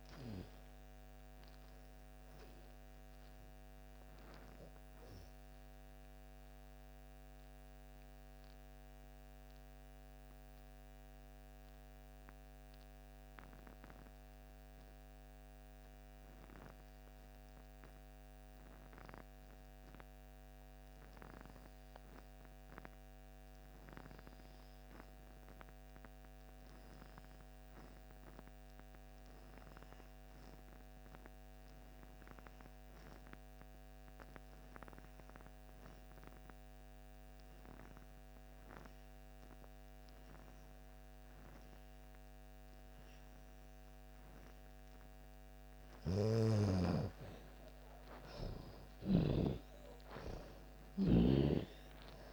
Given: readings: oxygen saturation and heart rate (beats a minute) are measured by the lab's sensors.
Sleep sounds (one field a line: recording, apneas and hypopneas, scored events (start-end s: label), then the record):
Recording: breathing in sleep by a microphone on the trachea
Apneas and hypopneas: 1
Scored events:
0.00-22.00 s: oxygen desaturation (device-marked, oxygen 81% lowest)
4.50-44.50 s: mixed apnea (oxygen 98% before, 76% lowest)
27.00-52.33 s: oxygen desaturation (device-marked, oxygen 98% before, 76% lowest)
45.50-52.33 s: snoring (device-marked)
47.50-51.00 s: arousal
From the record:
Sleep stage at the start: N2 (light sleep)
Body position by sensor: on the back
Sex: female